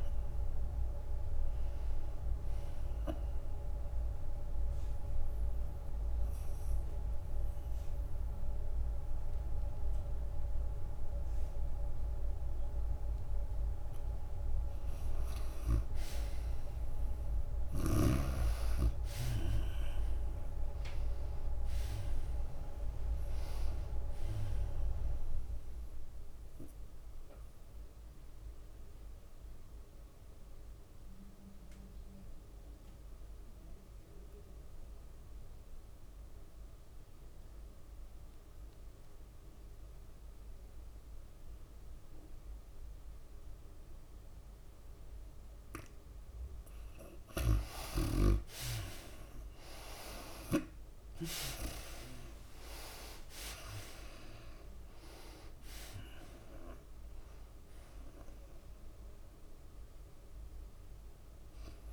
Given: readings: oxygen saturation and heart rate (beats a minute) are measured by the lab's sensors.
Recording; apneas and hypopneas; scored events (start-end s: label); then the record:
breathing in sleep by a room microphone; 2
0.00-4.00 s: tachycardia (device-marked, heart rate 103 extreme)
0.00-5.00 s: drop in pulse transit time (device-marked, heart rate 93 extreme)
0.00-9.00 s: oxygen desaturation (device-marked, oxygen 77% lowest, heart rate 93 extreme)
5.00-15.50 s: obstructive apnea (oxygen 97% before, 73% lowest, heart rate 98 before, 93 extreme, up 1 after)
18.50-22.50 s: arousal
21.00-37.00 s: oxygen desaturation (device-marked, oxygen 98% before, 84% lowest, heart rate 98 before, 77 extreme)
28.50-47.00 s: obstructive apnea (oxygen 98% before, 73% lowest, heart rate 96 before, 77 extreme, up 4 after)
42.00-61.93 s: oxygen desaturation (device-marked, oxygen 96% before, 73% lowest, heart rate 96 before, 77 extreme)
49.50-53.50 s: arousal
54.00-61.93 s: drop in pulse transit time (device-marked, heart rate 88 before, 91 extreme)
54.00-61.93 s: tachycardia (device-marked, heart rate 100 before, 103 extreme)
From the record:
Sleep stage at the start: N2 (light sleep); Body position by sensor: on the right side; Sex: female